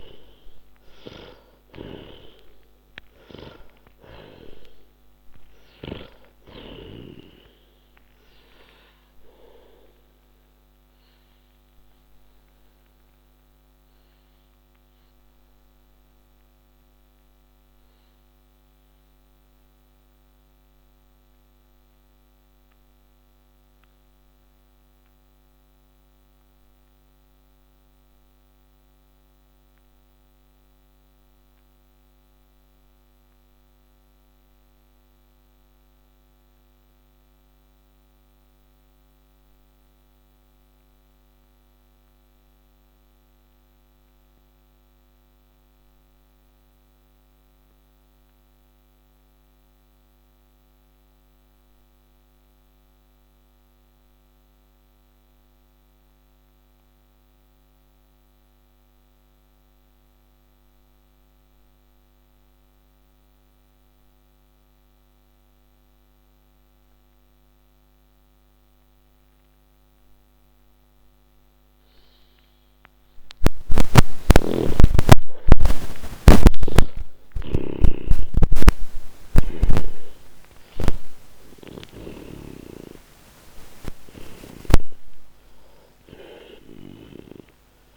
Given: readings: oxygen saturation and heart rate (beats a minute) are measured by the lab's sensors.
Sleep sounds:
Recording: breathing in sleep by a microphone on the trachea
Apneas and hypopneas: 1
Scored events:
0.00-41.00 s: oxygen desaturation (device-marked, oxygen 78% lowest, heart rate 65 extreme)
8.50-73.50 s: mixed apnea (oxygen 97% before, 78% lowest, heart rate 119 before, 109 extreme)
65.00-87.97 s: oxygen desaturation (device-marked, oxygen 98% before, 78% lowest, heart rate 141 before, 64 extreme)
74.50-80.00 s: arousal
From the record:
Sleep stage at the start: N2 (light sleep)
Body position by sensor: on the back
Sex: male

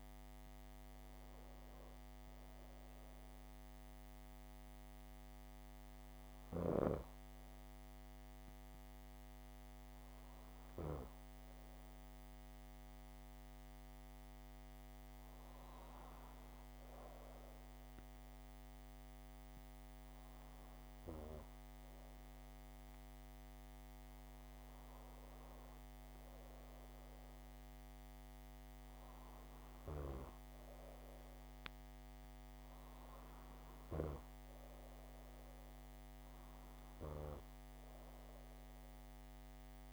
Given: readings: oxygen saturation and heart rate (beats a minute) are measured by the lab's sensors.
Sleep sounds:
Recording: breathing in sleep by a microphone on the trachea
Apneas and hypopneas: 1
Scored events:
4.00-15.00 s: hypopnea (oxygen 99% before, 95% lowest, heart rate 78 before, 72 extreme, up 1 after)
16.50-20.00 s: arousal
From the record:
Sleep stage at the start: N2 (light sleep)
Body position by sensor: on the back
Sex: female

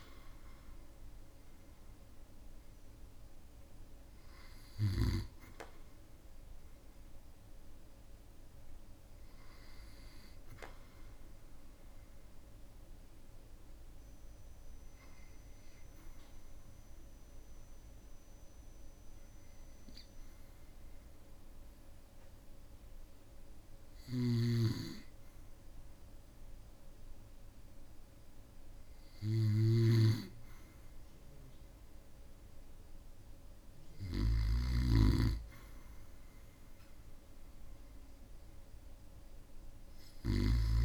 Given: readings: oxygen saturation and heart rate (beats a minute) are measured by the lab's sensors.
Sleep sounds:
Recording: breathing in sleep by a room microphone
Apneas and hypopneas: 1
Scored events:
7.00-20.00 s: oxygen desaturation (device-marked, oxygen 96% before, 92% lowest, heart rate 58 before, 56 extreme)
12.50-28.00 s: obstructive apnea (oxygen 97% before, 92% lowest, heart rate 58 before, 56 extreme, up 3 after)
23.50-40.85 s: snoring (device-marked)
28.00-32.00 s: arousal
From the record:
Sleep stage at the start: N2 (light sleep)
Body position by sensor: on the back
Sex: male

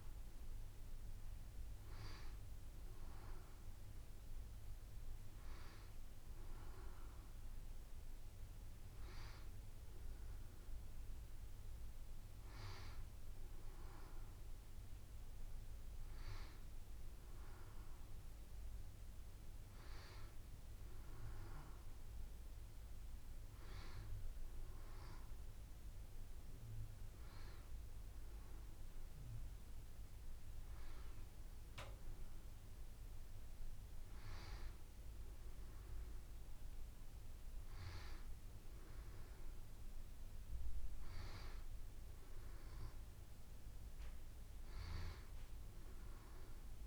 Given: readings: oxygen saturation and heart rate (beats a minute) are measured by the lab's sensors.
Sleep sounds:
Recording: breathing in sleep by a room microphone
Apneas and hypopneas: none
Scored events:
29.00-46.87 s: new sleep stage, N2 (light sleep)
From the record:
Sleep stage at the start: N1 (lightest sleep)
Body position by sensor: on the back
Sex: female

